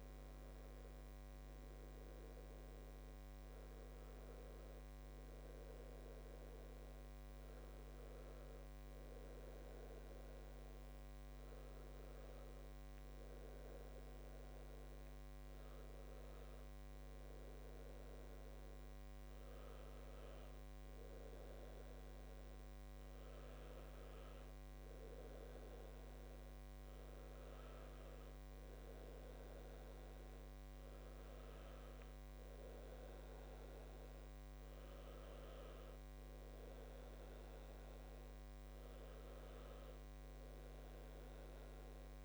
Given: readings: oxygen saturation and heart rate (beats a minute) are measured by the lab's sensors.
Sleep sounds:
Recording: breathing in sleep, hard to hear, by a microphone on the trachea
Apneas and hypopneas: none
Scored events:
none scored
From the record:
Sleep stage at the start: N2 (light sleep)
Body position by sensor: on the back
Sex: male

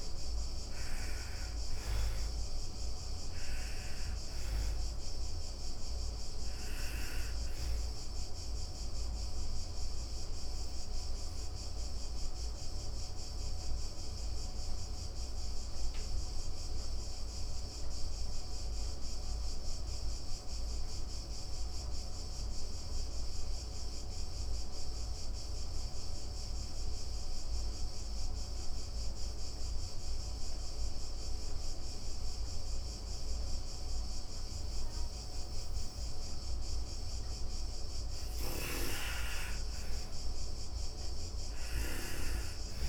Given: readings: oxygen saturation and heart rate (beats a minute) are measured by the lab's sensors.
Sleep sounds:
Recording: breathing in sleep, hard to hear, by a room microphone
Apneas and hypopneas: 1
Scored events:
0.00-23.50 s: oxygen desaturation (device-marked, oxygen 80% lowest, heart rate 135 extreme)
9.50-36.00 s: obstructive apnea (oxygen 98% before, 80% lowest, heart rate 166 before, 116 extreme, up 33 after)
38.00-41.00 s: arousal
39.50-42.89 s: oxygen desaturation (device-marked, oxygen 98% before, 87% lowest, heart rate 160 before, 116 extreme)
From the record:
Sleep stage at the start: N2 (light sleep)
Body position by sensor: on the back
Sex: female

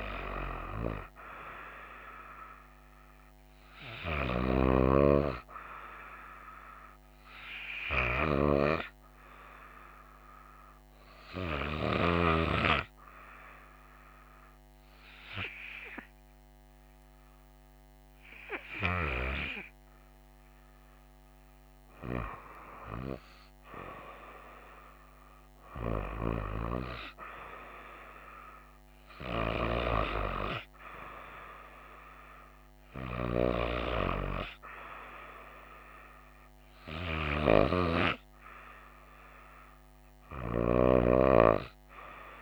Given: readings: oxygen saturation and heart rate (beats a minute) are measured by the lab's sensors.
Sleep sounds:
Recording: breathing in sleep by a microphone on the trachea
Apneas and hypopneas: none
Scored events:
none scored
From the record:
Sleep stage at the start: REM sleep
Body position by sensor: on the right side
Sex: female

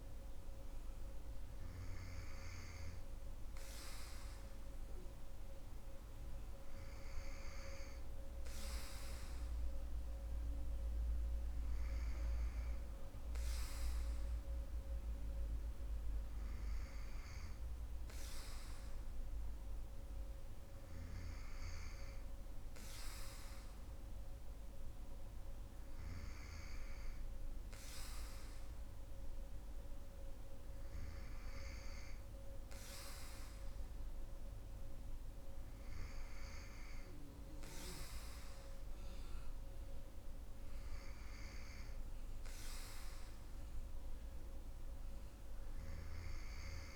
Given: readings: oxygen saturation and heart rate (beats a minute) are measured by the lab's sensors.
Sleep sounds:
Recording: breathing in sleep, hard to hear, by a room microphone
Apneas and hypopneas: none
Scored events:
none scored
From the record:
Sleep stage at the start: N2 (light sleep)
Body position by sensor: on the right side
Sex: female

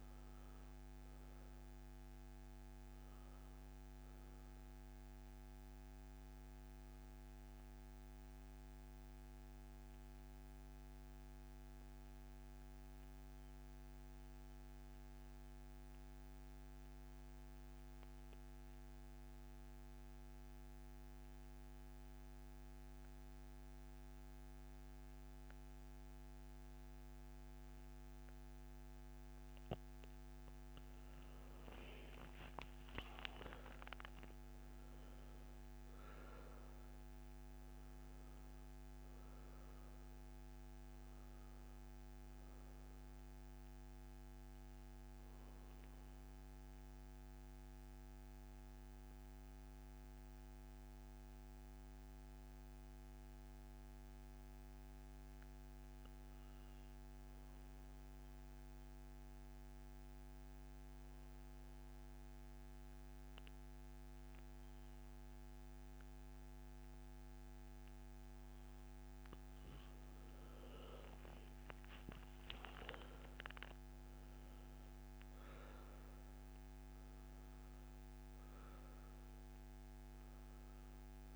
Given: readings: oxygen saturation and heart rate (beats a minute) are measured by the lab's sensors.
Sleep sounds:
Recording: breathing in sleep, hard to hear, by a microphone on the trachea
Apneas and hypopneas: 2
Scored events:
0.00-10.00 s: oxygen desaturation (device-marked, oxygen 80% lowest, heart rate 63 extreme)
7.00-29.00 s: obstructive apnea (oxygen 97% before, 82% lowest, heart rate 76 before, 63 extreme, up 11 after)
29.00-54.00 s: oxygen desaturation (device-marked, oxygen 97% before, 82% lowest, heart rate 67 before, 62 extreme)
31.50-36.00 s: arousal
44.00-69.00 s: obstructive apnea (oxygen 98% before, 82% lowest, heart rate 72 before, 62 extreme, up 15 after)
67.00-81.36 s: oxygen desaturation (device-marked, oxygen 98% before, 83% lowest, heart rate 65 before, 62 extreme)
71.00-75.00 s: arousal
From the record:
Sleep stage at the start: N2 (light sleep)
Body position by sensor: on the back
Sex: male

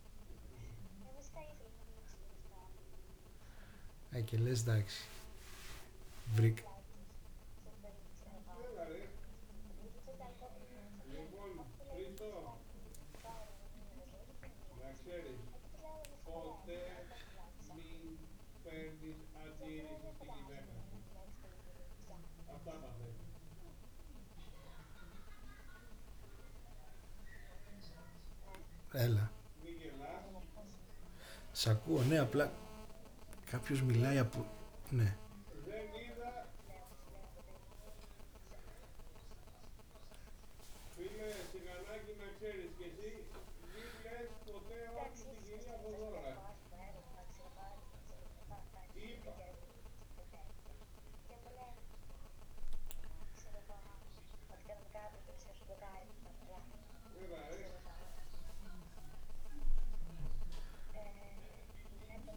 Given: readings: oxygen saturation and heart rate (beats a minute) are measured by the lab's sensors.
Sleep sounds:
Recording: a person awake in a sleep study, by a room microphone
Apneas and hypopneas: none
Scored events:
none scored
From the record:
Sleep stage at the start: awake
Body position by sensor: on the back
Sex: male

